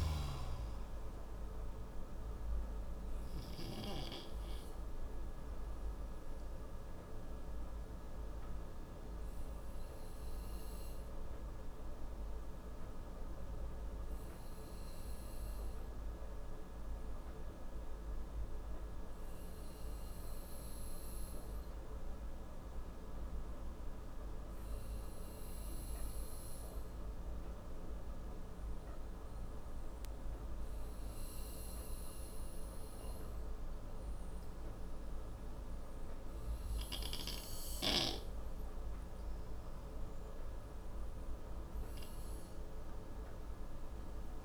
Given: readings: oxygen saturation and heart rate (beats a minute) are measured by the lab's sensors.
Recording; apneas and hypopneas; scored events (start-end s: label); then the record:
breathing in sleep, hard to hear, by a room microphone; 1
9.50-36.50 s: obstructive apnea (oxygen 95% before, 87% lowest, heart rate 71 before, 58 extreme, up 13 after)
13.50-24.50 s: oxygen desaturation (device-marked, oxygen 95% before, 87% lowest, heart rate 67 before, 59 extreme)
From the record:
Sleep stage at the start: N2 (light sleep); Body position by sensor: on the right side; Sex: male